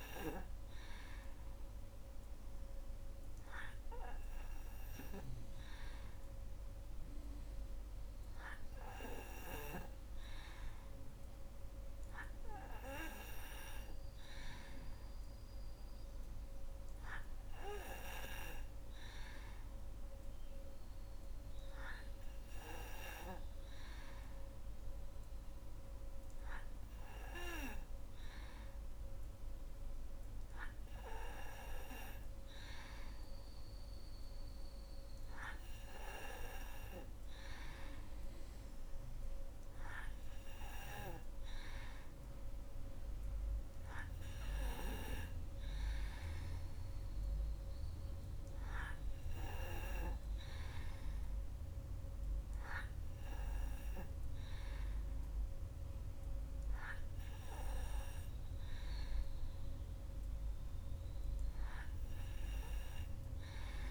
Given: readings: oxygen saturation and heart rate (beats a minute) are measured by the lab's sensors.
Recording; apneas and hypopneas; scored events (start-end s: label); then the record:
breathing in sleep by a room microphone; none
none scored
From the record:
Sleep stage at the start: N3 (deep sleep); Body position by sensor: on the back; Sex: female